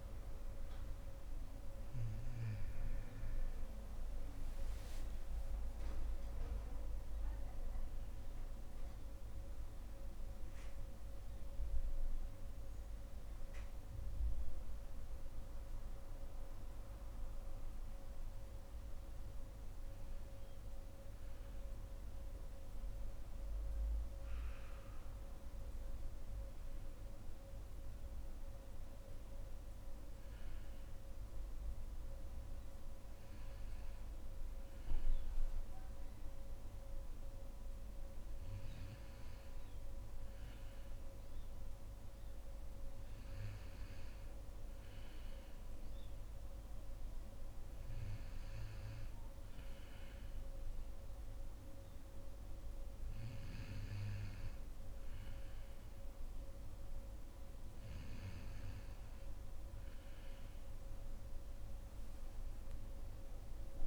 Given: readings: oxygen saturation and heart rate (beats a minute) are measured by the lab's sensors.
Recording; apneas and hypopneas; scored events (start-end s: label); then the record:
breathing in sleep, hard to hear, by a room microphone; none
1.50-5.00 s: arousal
From the record:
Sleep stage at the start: N2 (light sleep); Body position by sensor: on the right side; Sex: female